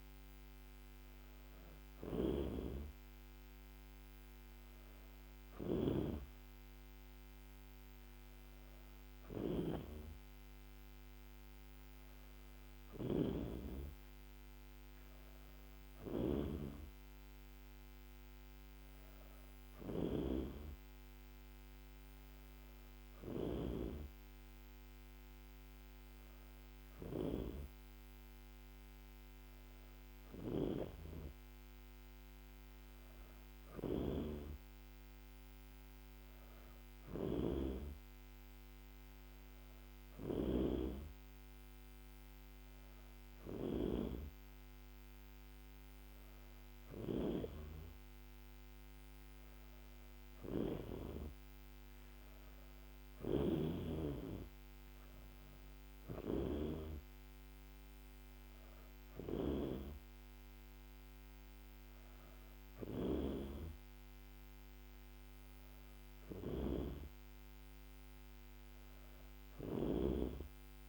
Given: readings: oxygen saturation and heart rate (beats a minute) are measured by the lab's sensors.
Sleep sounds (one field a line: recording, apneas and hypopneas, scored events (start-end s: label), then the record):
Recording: breathing in sleep by a microphone on the trachea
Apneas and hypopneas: none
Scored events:
2.00-6.00 s: snoring (device-marked)
16.00-20.00 s: snoring (device-marked)
53.00-56.50 s: snoring (device-marked)
69.50-70.89 s: snoring (device-marked)
From the record:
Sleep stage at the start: N2 (light sleep)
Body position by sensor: on the back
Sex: female